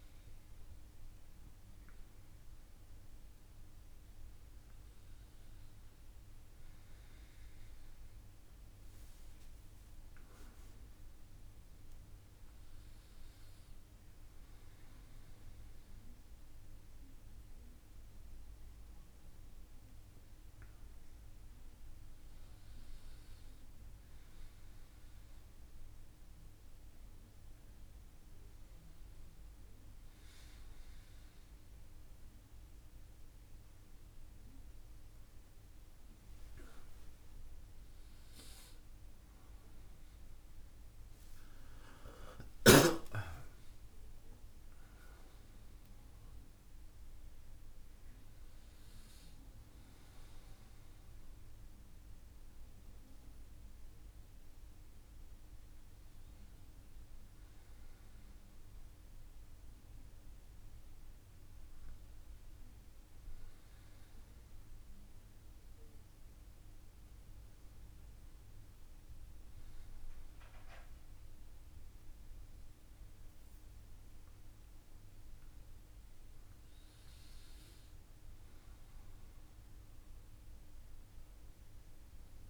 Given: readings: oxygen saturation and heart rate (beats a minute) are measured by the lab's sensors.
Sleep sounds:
a person partly awake in a sleep study, hard to hear, by a room microphone; none
30.00-82.50 s: new sleep stage, N1 (lightest sleep)
71.50-75.50 s: arousal
From the record:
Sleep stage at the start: awake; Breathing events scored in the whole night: 273 in 4.9 hours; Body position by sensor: on the front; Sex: male

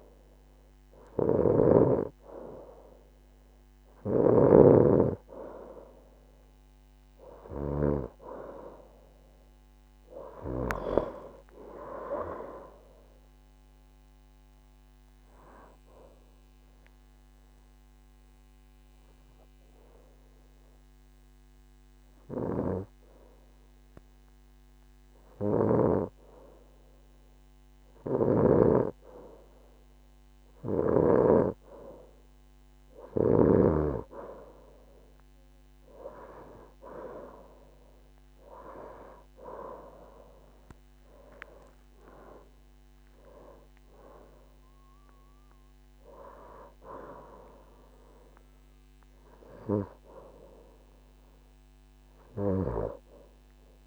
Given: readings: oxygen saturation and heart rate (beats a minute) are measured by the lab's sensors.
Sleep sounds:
breathing in sleep by a microphone on the trachea; 1
14.50-28.00 s: obstructive apnea (oxygen 92% before, 89% lowest, heart rate 81 before, 73 extreme, up 6 after)
30.00-34.50 s: arousal
51.50-53.87 s: oxygen desaturation (device-marked, oxygen 94% before, 90% lowest, heart rate 80 before, 73 extreme)
From the record:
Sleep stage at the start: N2 (light sleep); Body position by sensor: on the right side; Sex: female

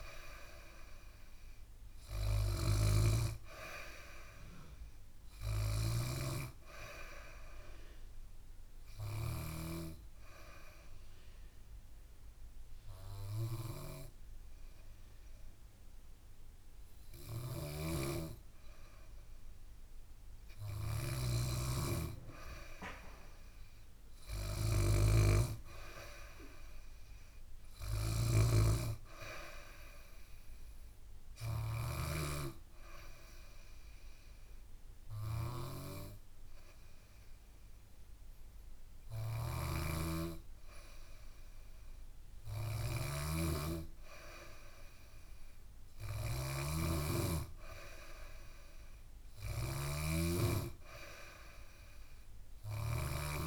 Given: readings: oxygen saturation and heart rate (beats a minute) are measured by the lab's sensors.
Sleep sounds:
breathing in sleep by a room microphone; 2
0.00-6.00 s: snoring (device-marked)
8.50-19.50 s: obstructive apnea (oxygen 98% before, 94% lowest, heart rate 67 before, 66 extreme, up 2 after)
17.00-32.00 s: snoring (device-marked)
21.50-25.00 s: arousal
29.00-42.00 s: oxygen desaturation (device-marked, oxygen 97% before, 94% lowest, heart rate 67 before, 67 extreme)
29.50-42.00 s: hypopnea (oxygen 98% before, 93% lowest, heart rate 67 before, 67 extreme, up 2 after)
39.00-53.47 s: snoring (device-marked)
46.50-50.00 s: arousal
From the record:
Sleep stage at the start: N2 (light sleep); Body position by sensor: on the back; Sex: female

